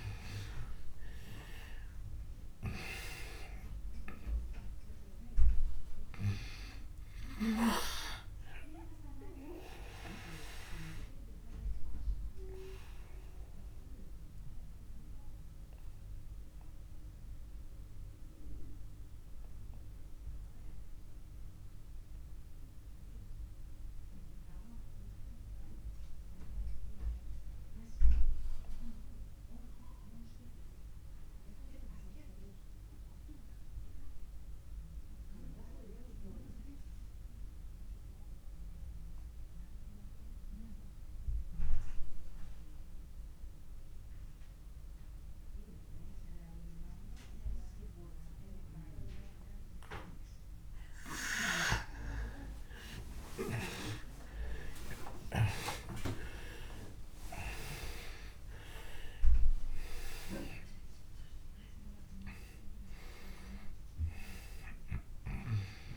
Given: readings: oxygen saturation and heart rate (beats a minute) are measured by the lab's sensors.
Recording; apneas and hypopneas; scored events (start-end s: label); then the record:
breathing in sleep by a room microphone; 1
0.00-30.00 s: oxygen desaturation (device-marked, oxygen 89% lowest)
9.00-49.50 s: obstructive apnea (oxygen 99% before, 87% lowest)
42.00-65.97 s: new sleep stage, N2 (light sleep)
51.00-65.97 s: oxygen desaturation (device-marked, oxygen 98% before, 87% lowest)
53.00-58.50 s: arousal
From the record:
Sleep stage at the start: REM sleep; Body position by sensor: on the back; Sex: male